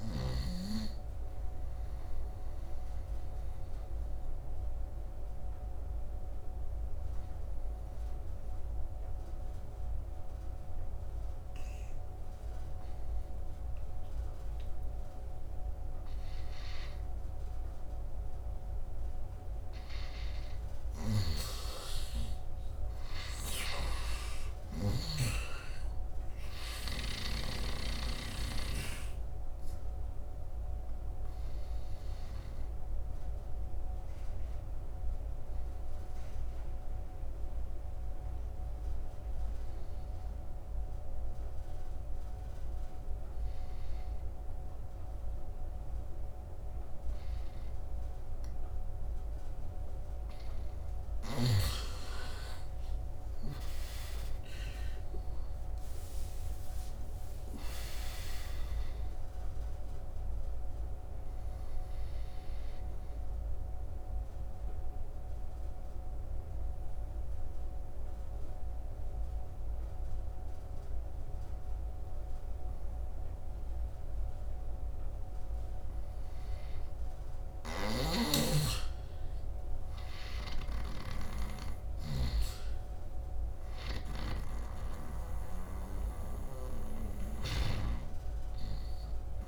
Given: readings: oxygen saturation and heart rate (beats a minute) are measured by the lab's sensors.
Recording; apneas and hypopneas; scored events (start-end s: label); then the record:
breathing in sleep by a room microphone; 3
0.00-14.00 s: oxygen desaturation (device-marked, oxygen 86% lowest, heart rate 69 extreme)
2.00-18.00 s: obstructive apnea (oxygen 99% before, 81% lowest, heart rate 76 before, 69 extreme, up 0 after)
19.00-44.00 s: oxygen desaturation (device-marked, oxygen 99% before, 84% lowest, heart rate 75 before, 63 extreme)
20.50-23.50 s: arousal
20.50-25.00 s: snoring (device-marked)
29.00-48.50 s: obstructive apnea (oxygen 99% before, 81% lowest, heart rate 73 before, 63 extreme, up 7 after)
51.00-77.00 s: oxygen desaturation (device-marked, oxygen 99% before, 81% lowest, heart rate 76 before, 63 extreme)
52.00-56.50 s: arousal
60.50-76.50 s: obstructive apnea (oxygen 99% before, 81% lowest, heart rate 76 before, 63 extreme, up 14 after)
79.50-84.00 s: arousal
80.00-84.00 s: snoring (device-marked)
86.00-89.48 s: snoring (device-marked)
87.00-89.48 s: oxygen desaturation (device-marked, oxygen 100% before, 84% lowest, heart rate 71 before, 61 extreme)
From the record:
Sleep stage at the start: N2 (light sleep); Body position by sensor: on the right side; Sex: male